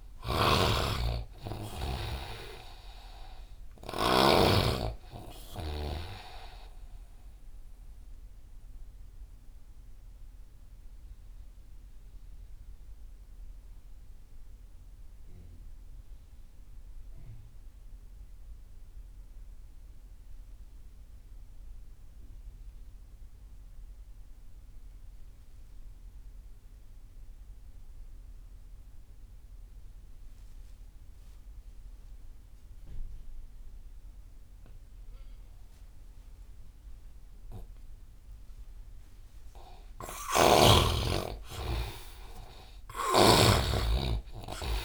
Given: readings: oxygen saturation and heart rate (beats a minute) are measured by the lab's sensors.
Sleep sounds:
breathing in sleep by a room microphone; 1
0.00-4.50 s: snoring (device-marked)
0.00-26.50 s: oxygen desaturation (device-marked, oxygen 83% lowest)
6.00-38.50 s: mixed apnea (oxygen 98% before, 83% lowest)
39.00-43.50 s: arousal
43.00-44.84 s: snoring (device-marked)
From the record:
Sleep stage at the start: N2 (light sleep); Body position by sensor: on the right side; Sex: male

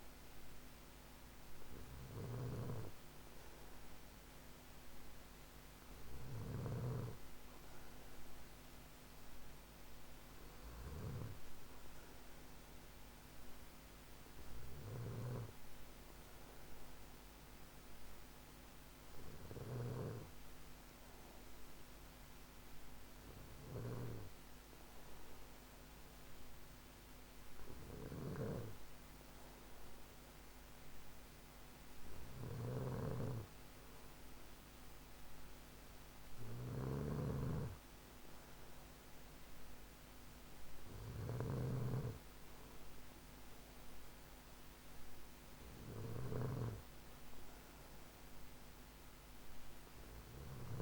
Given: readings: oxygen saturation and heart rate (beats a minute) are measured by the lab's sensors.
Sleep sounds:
breathing in sleep by a microphone on the trachea; none
0.00-50.50 s: snoring (device-marked)
From the record:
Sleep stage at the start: N2 (light sleep); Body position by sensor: on the back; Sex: male

